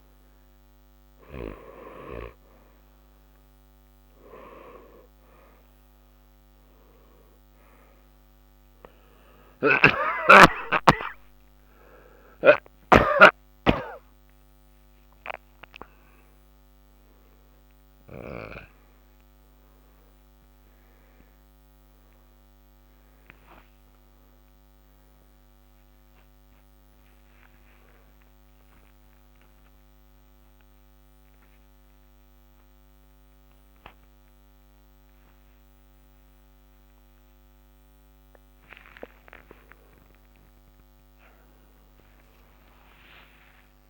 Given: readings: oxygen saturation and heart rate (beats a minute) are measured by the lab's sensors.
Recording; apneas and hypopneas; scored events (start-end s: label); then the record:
a person awake in a sleep study, by a microphone on the trachea; none
2.00-32.00 s: oxygen desaturation (device-marked, oxygen 92% before, 86% lowest, heart rate 61 before, 60 extreme)
9.50-13.00 s: snoring (device-marked)
14.00-43.90 s: new sleep stage, awake
From the record:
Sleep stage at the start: N2 (light sleep); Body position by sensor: on the back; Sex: male